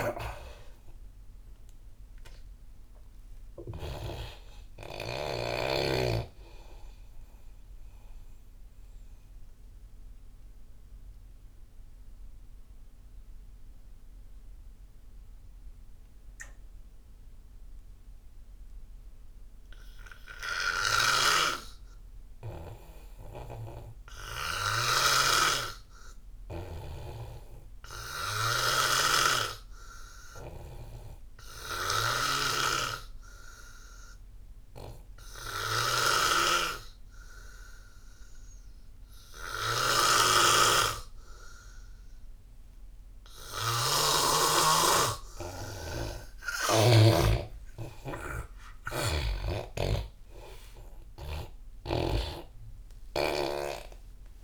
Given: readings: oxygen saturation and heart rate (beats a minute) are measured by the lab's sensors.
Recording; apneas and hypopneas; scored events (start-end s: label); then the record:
breathing in sleep by a room microphone; 1
0.00-19.00 s: oxygen desaturation (device-marked, oxygen 86% lowest)
8.50-45.50 s: obstructive apnea (oxygen 97% before, 85% lowest)
35.00-54.44 s: oxygen desaturation (device-marked, oxygen 97% before, 89% lowest)
40.50-47.50 s: snoring (device-marked)
47.00-52.00 s: arousal
52.00-54.44 s: snoring (device-marked)
From the record:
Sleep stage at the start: N2 (light sleep); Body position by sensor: on the back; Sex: male